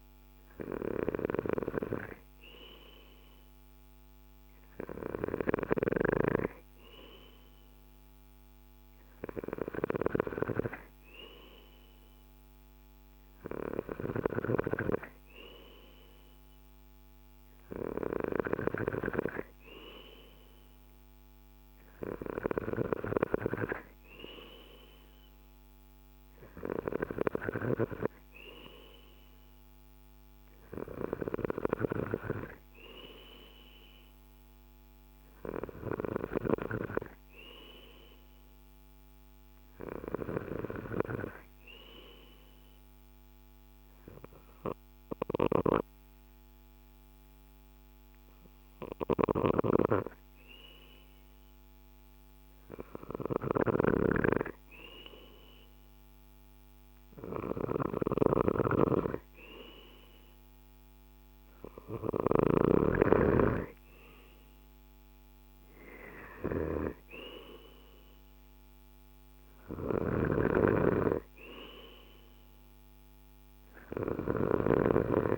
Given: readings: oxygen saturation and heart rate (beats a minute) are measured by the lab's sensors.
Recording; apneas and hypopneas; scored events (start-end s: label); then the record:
breathing in sleep by a microphone on the trachea; 1
41.00-53.00 s: hypopnea (oxygen 94% before, 93% lowest, heart rate 52 before, 51 extreme, up 1 after)
55.00-59.50 s: arousal
From the record:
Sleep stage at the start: N2 (light sleep); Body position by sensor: on the left side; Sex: male